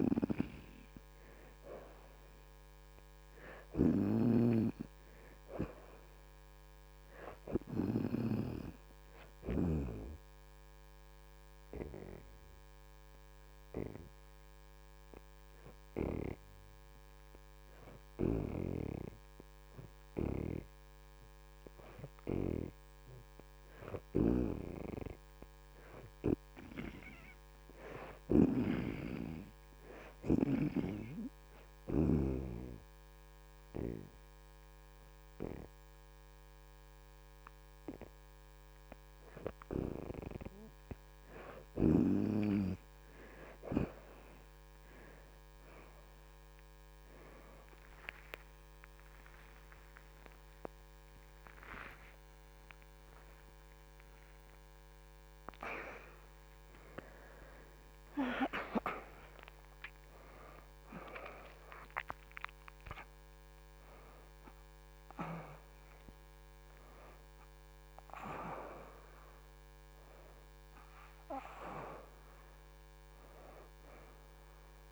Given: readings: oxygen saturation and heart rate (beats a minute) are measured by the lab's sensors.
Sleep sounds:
breathing in sleep by a microphone on the trachea; 2
0.00-9.00 s: oxygen desaturation (device-marked, oxygen 59% lowest, heart rate 78 extreme)
10.00-22.50 s: hypopnea (oxygen 72% before, 56% lowest, heart rate 82 before, 79 extreme, up 6 after)
11.00-22.00 s: oxygen desaturation (device-marked, oxygen 72% before, 63% lowest, heart rate 82 before, 79 extreme)
24.00-28.00 s: arousal
30.00-52.00 s: oxygen desaturation (device-marked, oxygen 71% before, 57% lowest, heart rate 83 before, 83 extreme)
31.00-41.50 s: hypopnea (oxygen 72% before, 56% lowest, heart rate 83 before, 83 extreme, up 4 after)
48.00-54.50 s: arousal
66.00-74.92 s: oxygen desaturation (device-marked, oxygen 62% before, 56% lowest, heart rate 105 before, 79 extreme)
69.00-74.92 s: new sleep stage, N1 (lightest sleep)
From the record:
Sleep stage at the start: N2 (light sleep); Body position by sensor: on the back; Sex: female

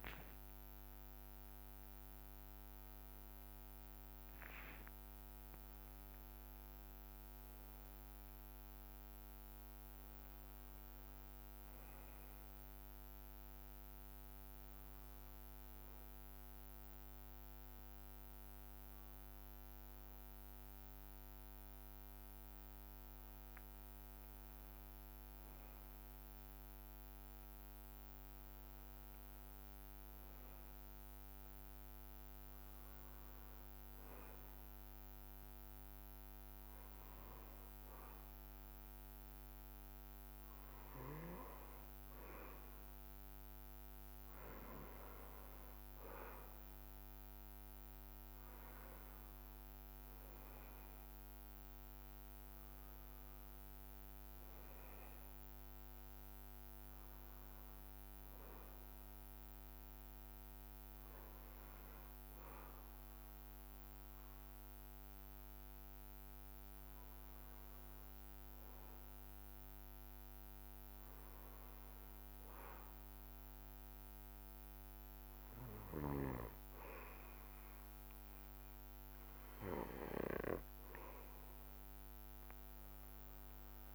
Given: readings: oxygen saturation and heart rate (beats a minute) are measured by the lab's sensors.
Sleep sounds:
breathing in sleep by a microphone on the trachea; 2
1.50-6.00 s: arousal
12.50-24.00 s: obstructive apnea (oxygen 94% before, 91% lowest)
25.50-29.00 s: arousal
56.00-60.50 s: arousal
62.50-75.00 s: obstructive apnea (oxygen 93% before, 91% lowest)
82.50-83.95 s: arousal
From the record:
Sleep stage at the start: N2 (light sleep); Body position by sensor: on the back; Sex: male

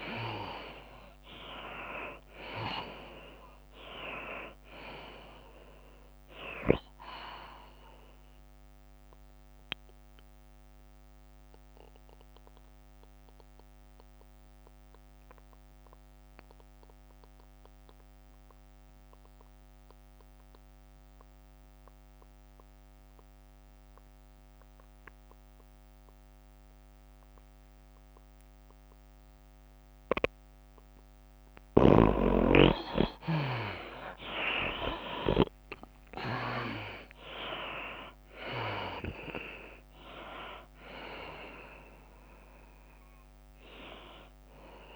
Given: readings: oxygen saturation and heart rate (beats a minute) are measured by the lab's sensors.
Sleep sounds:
breathing in sleep by a microphone on the trachea; 1
0.00-21.00 s: oxygen desaturation (device-marked, oxygen 81% lowest, heart rate 88 extreme)
2.00-4.00 s: tachycardia (device-marked, heart rate 93 before, 99 extreme)
2.00-18.00 s: drop in pulse transit time (device-marked, heart rate 93 before, 97 extreme)
5.00-8.00 s: tachycardia (device-marked, heart rate 93 before, 103 extreme)
10.50-31.50 s: obstructive apnea (oxygen 97% before, 75% lowest, heart rate 95 before, 88 extreme, up 31 after)
28.00-30.00 s: long interval between heartbeats (device-marked, heart rate 96 before, 97 extreme)
33.00-44.96 s: oxygen desaturation (device-marked, oxygen 97% before, 75% lowest, heart rate 95 before, 94 extreme)
36.00-44.96 s: tachycardia (device-marked, heart rate 94 before, 121 extreme)
38.00-42.50 s: arousal
38.00-44.96 s: drop in pulse transit time (device-marked, heart rate 94 before, 97 extreme)
From the record:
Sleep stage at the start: N2 (light sleep); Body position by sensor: on the back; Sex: female

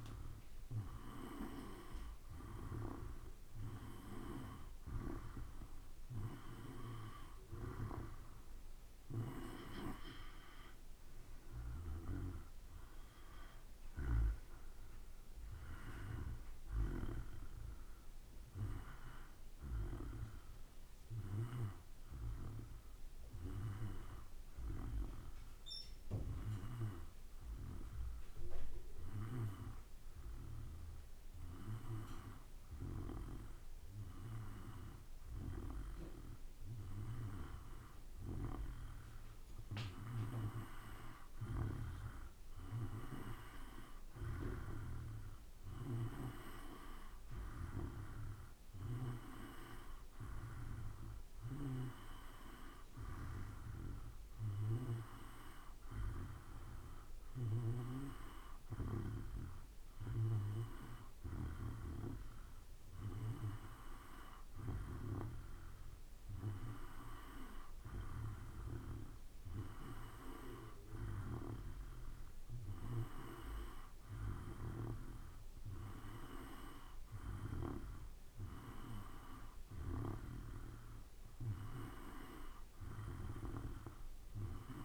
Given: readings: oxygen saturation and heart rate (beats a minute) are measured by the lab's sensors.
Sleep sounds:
breathing in sleep by a room microphone; 1
18.00-21.00 s: arousal
24.00-37.00 s: hypopnea (oxygen 94% before, 91% lowest, heart rate 56 before, 54 extreme, up 3 after)
39.00-42.50 s: arousal
41.00-58.00 s: oxygen desaturation (device-marked, oxygen 95% before, 91% lowest, heart rate 55 before, 55 extreme)
From the record:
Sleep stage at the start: N2 (light sleep); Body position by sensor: on the back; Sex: male

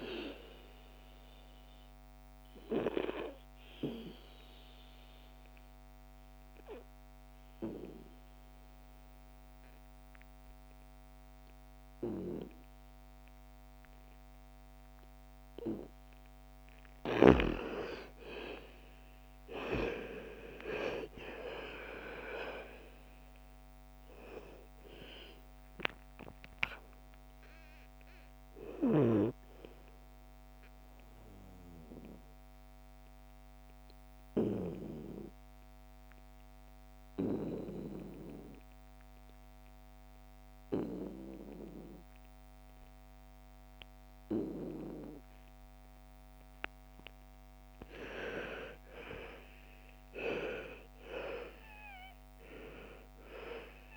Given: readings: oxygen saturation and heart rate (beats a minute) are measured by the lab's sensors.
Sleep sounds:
breathing in sleep by a microphone on the trachea; 2
0.00-13.50 s: oxygen desaturation (device-marked, oxygen 92% lowest, heart rate 54 extreme)
3.00-16.00 s: obstructive apnea (oxygen 97% before, 85% lowest, heart rate 59 before, 54 extreme, up 15 after)
18.50-22.00 s: arousal
23.50-43.50 s: oxygen desaturation (device-marked, oxygen 97% before, 85% lowest, heart rate 57 before, 55 extreme)
31.50-46.50 s: obstructive apnea (oxygen 97% before, 85% lowest, heart rate 62 before, 55 extreme, up 11 after)
48.00-52.00 s: arousal
51.50-53.96 s: oxygen desaturation (device-marked, oxygen 98% before, 85% lowest, heart rate 57 before, 55 extreme)
From the record:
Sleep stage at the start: N2 (light sleep); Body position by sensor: on the back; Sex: female

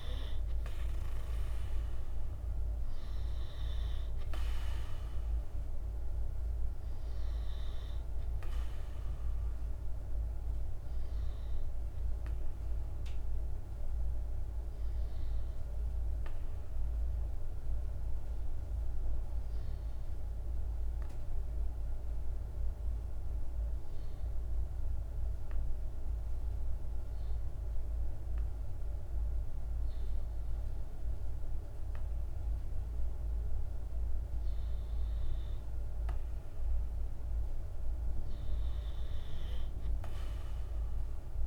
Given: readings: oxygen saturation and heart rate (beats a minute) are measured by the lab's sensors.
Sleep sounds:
breathing in sleep, hard to hear, by a room microphone; 1
0.00-12.50 s: oxygen desaturation (device-marked, oxygen 94% lowest, heart rate 25 extreme)
15.50-34.50 s: hypopnea (oxygen 98% before, 94% lowest)
36.50-39.50 s: arousal
39.50-41.47 s: oxygen desaturation (device-marked, oxygen 98% before, 94% lowest)
From the record:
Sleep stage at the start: N2 (light sleep); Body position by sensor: on the right side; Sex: male

